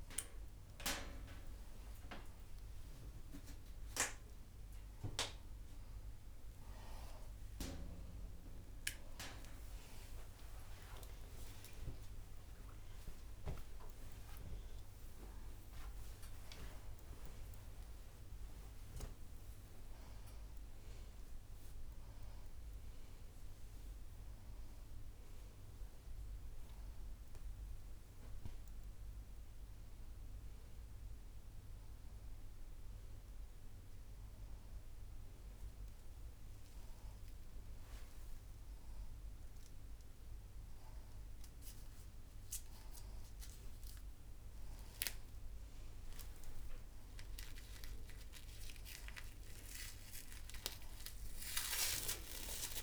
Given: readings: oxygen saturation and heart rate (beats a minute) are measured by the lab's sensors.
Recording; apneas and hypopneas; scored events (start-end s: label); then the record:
a person awake in a sleep study, by a room microphone; none
3.50-10.50 s: tachycardia (device-marked, heart rate 98 before, 109 extreme)
12.50-34.50 s: tachycardia (device-marked, heart rate 99 before, 105 extreme)
41.50-52.83 s: oxygen desaturation (device-marked, oxygen 96% before, 92% lowest, heart rate 101 before, 98 extreme)
48.50-52.83 s: tachycardia (device-marked, heart rate 99 before, 130 extreme)
From the record:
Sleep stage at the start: awake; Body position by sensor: on the right side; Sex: female